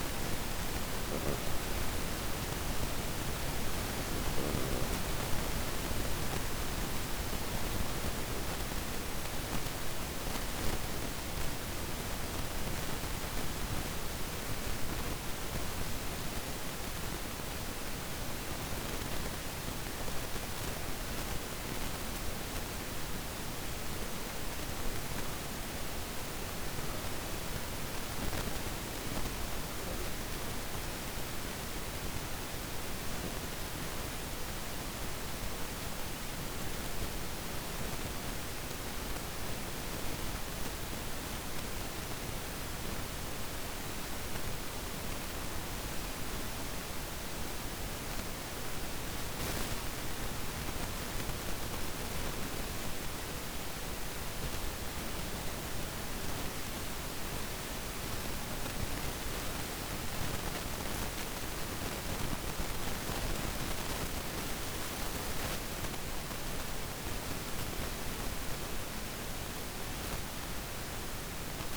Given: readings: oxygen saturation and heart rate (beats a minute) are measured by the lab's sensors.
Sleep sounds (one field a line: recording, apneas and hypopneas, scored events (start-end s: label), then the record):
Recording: breathing in sleep, hard to hear, by a microphone on the trachea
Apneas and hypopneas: 2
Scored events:
2.00-15.00 s: hypopnea (oxygen 97% before, 93% lowest)
20.00-24.00 s: arousal
31.00-50.00 s: hypopnea (oxygen 98% before, 93% lowest)
53.50-57.00 s: arousal
From the record:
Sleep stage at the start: N2 (light sleep)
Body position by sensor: on the back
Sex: female